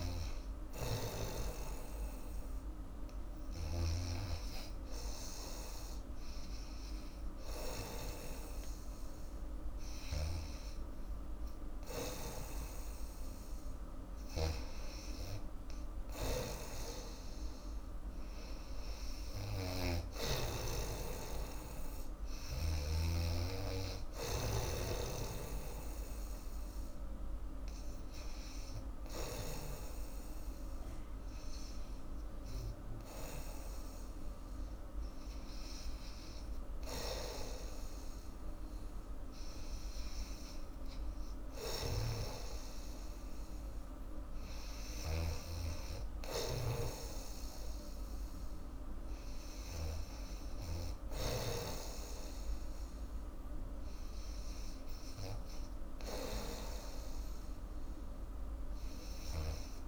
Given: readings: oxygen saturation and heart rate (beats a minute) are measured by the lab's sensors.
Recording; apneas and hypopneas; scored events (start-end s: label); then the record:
breathing in sleep by a room microphone; none
0.00-1.00 s: oxygen desaturation (device-marked, oxygen 90% lowest, heart rate 75 extreme)
0.00-8.00 s: snoring (device-marked)
10.00-23.00 s: snoring (device-marked)
25.00-29.50 s: snoring (device-marked)
41.50-50.00 s: snoring (device-marked)
54.00-59.88 s: new sleep stage, N2 (light sleep)
From the record:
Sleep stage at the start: REM sleep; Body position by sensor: on the back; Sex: female